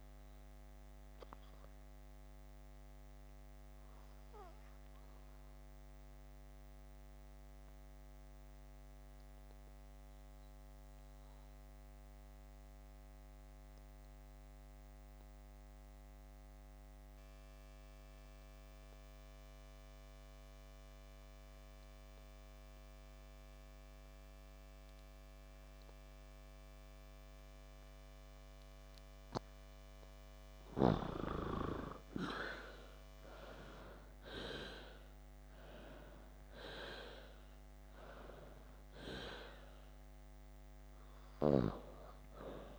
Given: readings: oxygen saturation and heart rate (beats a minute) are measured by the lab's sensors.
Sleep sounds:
breathing in sleep by a microphone on the trachea; 1
0.00-16.50 s: oxygen desaturation (device-marked, oxygen 87% lowest)
0.50-29.00 s: obstructive apnea (oxygen 95% before, 85% lowest)
26.50-35.50 s: oxygen desaturation (device-marked, oxygen 95% before, 88% lowest)
31.00-34.50 s: arousal
From the record:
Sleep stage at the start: N2 (light sleep); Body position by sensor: on the back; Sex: female

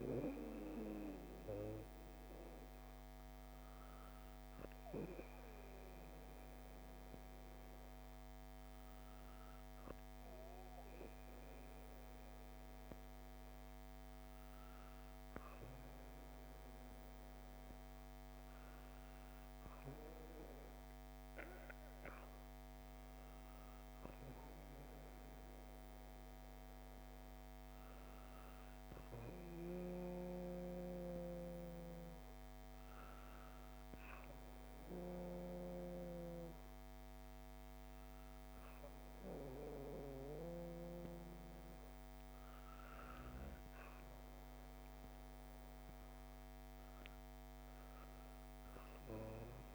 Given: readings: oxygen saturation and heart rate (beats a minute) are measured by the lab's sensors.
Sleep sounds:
breathing in sleep by a microphone on the trachea; none
none scored
From the record:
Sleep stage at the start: N2 (light sleep); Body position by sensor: on the back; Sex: female

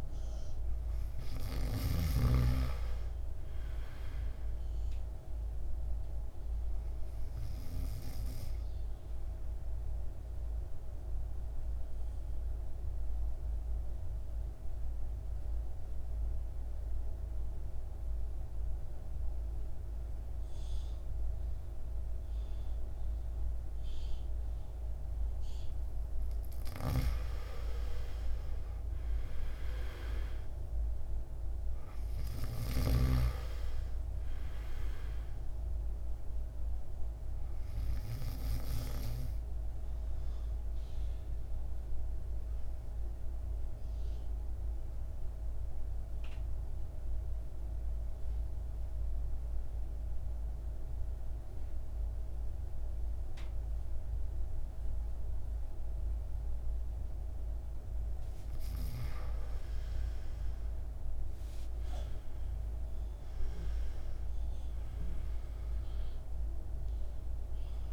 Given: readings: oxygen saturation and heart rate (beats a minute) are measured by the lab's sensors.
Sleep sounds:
breathing in sleep by a room microphone; 2
0.00-1.00 s: arousal
6.50-25.00 s: obstructive apnea (oxygen 99% before, 88% lowest, heart rate 56 before, 51 extreme, up 8 after)
16.00-25.00 s: oxygen desaturation (device-marked, oxygen 96% before, 89% lowest, heart rate 57 before, 51 extreme)
28.00-31.50 s: arousal
32.00-60.00 s: oxygen desaturation (device-marked, oxygen 97% before, 88% lowest, heart rate 56 before, 50 extreme)
40.00-58.00 s: mixed apnea (oxygen 97% before, 88% lowest, heart rate 59 before, 50 extreme, up 13 after)
60.00-63.50 s: arousal
From the record:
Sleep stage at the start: N2 (light sleep); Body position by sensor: on the back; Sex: male

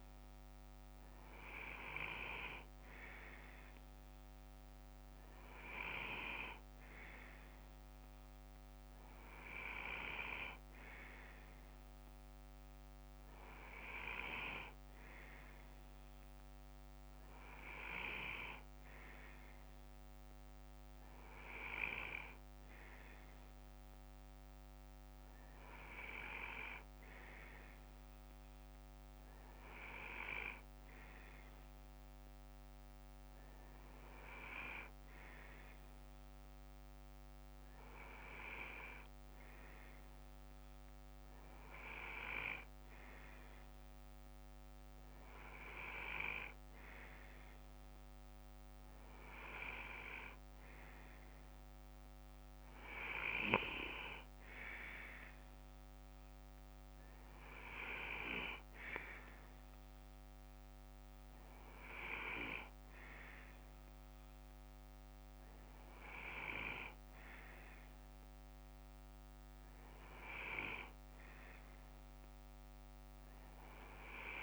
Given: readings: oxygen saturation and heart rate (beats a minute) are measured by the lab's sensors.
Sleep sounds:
breathing in sleep by a microphone on the trachea; none
16.50-37.50 s: bradycardia (device-marked, heart rate 61 before, 57 extreme)
61.50-74.43 s: bradycardia (device-marked, heart rate 61 before, 57 extreme)
From the record:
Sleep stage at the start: N2 (light sleep); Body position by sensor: on the left side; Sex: male

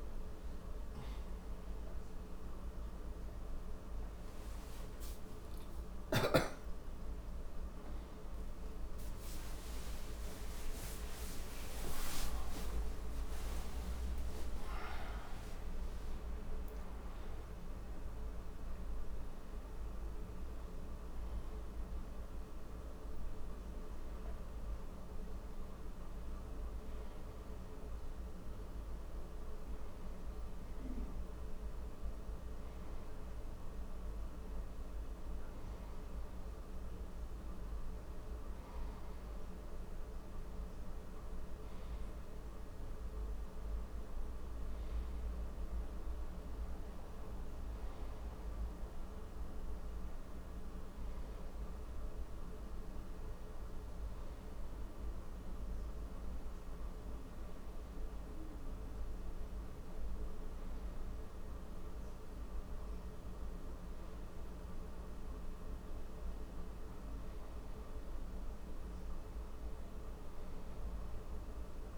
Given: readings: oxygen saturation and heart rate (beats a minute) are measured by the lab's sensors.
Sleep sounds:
a person partly awake in a sleep study, hard to hear, by a room microphone; none
7.50-71.97 s: new sleep stage, N1 (lightest sleep)
From the record:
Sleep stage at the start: awake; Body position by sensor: on the right side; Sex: male

